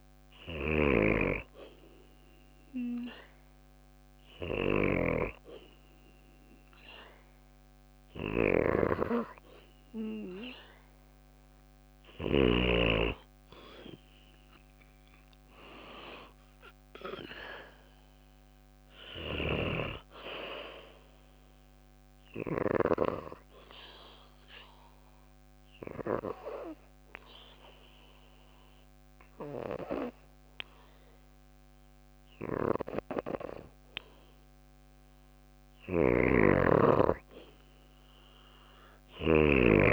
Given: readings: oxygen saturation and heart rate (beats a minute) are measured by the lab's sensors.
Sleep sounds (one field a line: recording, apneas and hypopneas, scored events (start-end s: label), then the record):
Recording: breathing in sleep by a microphone on the trachea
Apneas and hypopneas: 1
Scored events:
0.00-4.00 s: snoring (device-marked)
14.00-18.50 s: arousal
22.00-33.50 s: obstructive apnea (oxygen 96% before, 93% lowest, heart rate 56 before, 55 extreme, up 2 after)
35.00-39.93 s: snoring (device-marked)
37.00-39.93 s: arousal
From the record:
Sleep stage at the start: N2 (light sleep)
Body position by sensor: on the back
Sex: female